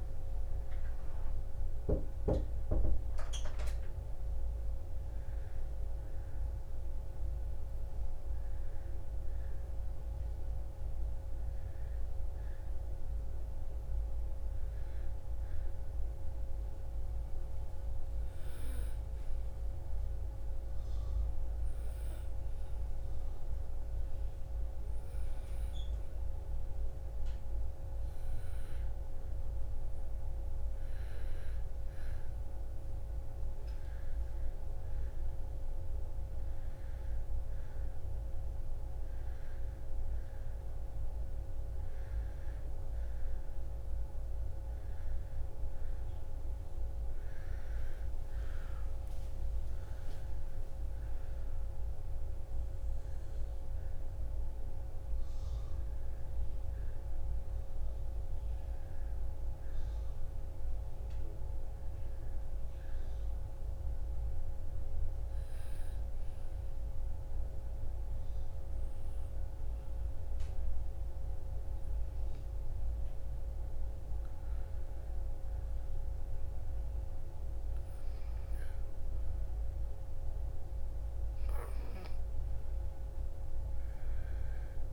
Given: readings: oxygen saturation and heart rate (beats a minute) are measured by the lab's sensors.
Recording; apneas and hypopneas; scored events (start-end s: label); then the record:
a person partly awake in a sleep study, hard to hear, by a room microphone; none
31.00-53.00 s: oxygen desaturation (device-marked, oxygen 98% before, 95% lowest, heart rate 59 before, 56 extreme)
57.00-84.93 s: new sleep stage, awake
80.00-84.93 s: oxygen desaturation (device-marked, oxygen 98% before, 95% lowest, heart rate 59 before, 55 extreme)
From the record:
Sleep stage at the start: N1 (lightest sleep); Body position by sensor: on the right side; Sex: female